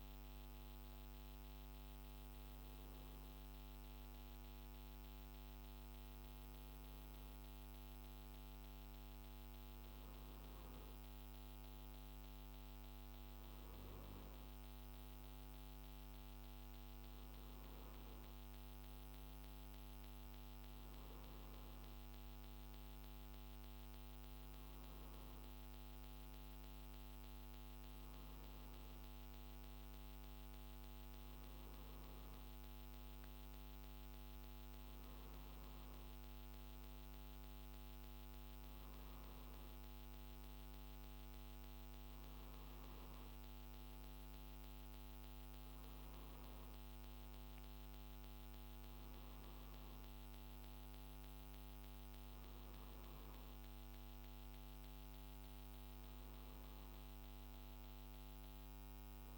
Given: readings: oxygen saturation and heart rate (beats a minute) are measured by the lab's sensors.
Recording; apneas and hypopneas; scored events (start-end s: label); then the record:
breathing in sleep, hard to hear, by a microphone on the trachea; none
none scored
From the record:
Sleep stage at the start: N2 (light sleep); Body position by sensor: on the right side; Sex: male